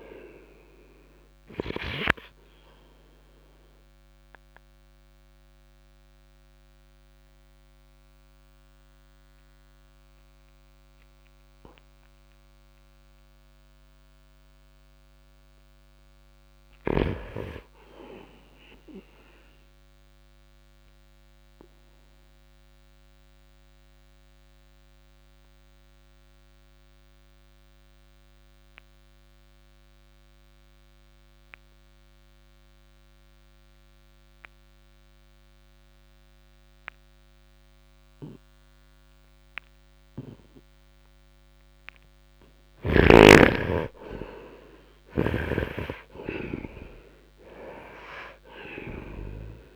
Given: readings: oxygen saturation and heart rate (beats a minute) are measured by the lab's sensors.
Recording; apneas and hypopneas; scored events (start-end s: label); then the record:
breathing in sleep by a microphone on the trachea; 1
0.00-28.00 s: oxygen desaturation (device-marked, oxygen 74% lowest, heart rate 53 extreme)
20.00-41.00 s: obstructive apnea (oxygen 88% before, 73% lowest, heart rate 71 before, 53 extreme, up 3 after)
42.00-47.00 s: oxygen desaturation (device-marked, oxygen 96% before, 91% lowest, heart rate 64 before, 58 extreme)
44.00-48.00 s: arousal
From the record:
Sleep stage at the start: N2 (light sleep); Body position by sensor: on the right side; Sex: male